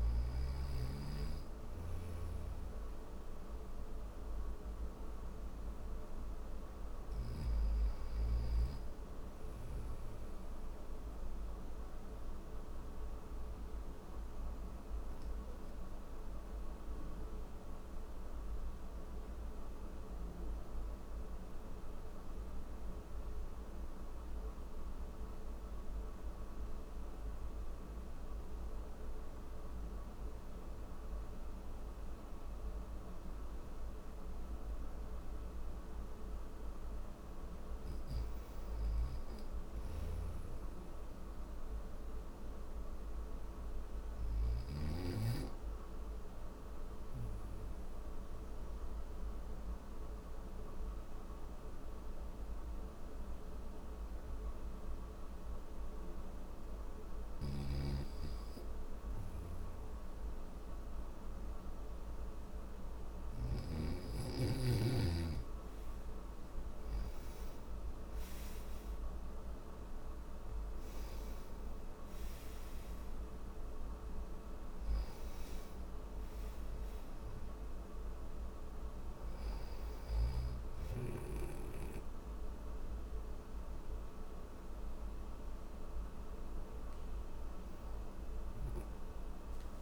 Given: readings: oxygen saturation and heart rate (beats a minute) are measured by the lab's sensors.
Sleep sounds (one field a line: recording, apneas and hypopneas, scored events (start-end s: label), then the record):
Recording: breathing in sleep, hard to hear, by a room microphone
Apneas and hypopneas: none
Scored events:
0.00-9.00 s: oxygen desaturation (device-marked, oxygen 94% lowest, heart rate 62 extreme)
1.00-6.50 s: snoring (device-marked)
22.00-89.82 s: new sleep stage, N3 (deep sleep)
35.00-51.00 s: oxygen desaturation (device-marked, oxygen 96% before, 93% lowest, heart rate 64 before, 58 extreme)
39.00-43.50 s: snoring (device-marked)
53.00-77.00 s: oxygen desaturation (device-marked, oxygen 94% before, 89% lowest, heart rate 61 before, 57 extreme)
56.00-62.50 s: snoring (device-marked)
From the record:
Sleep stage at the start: N1 (lightest sleep)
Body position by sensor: on the back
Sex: male